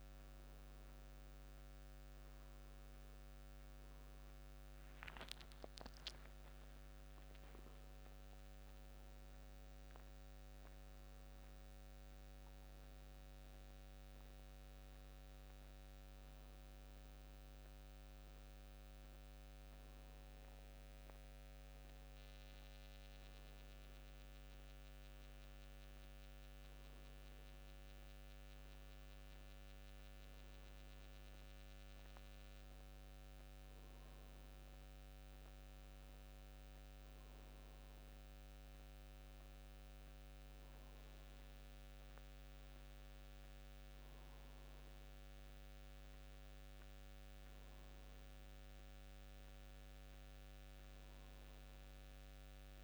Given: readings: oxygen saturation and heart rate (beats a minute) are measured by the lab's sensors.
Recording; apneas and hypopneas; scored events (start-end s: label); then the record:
a person awake in a sleep study, hard to hear, by a microphone on the trachea; none
4.50-8.00 s: arousal
52.50-52.83 s: new sleep stage, N1 (lightest sleep)
From the record:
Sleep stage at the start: awake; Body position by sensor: on the back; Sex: male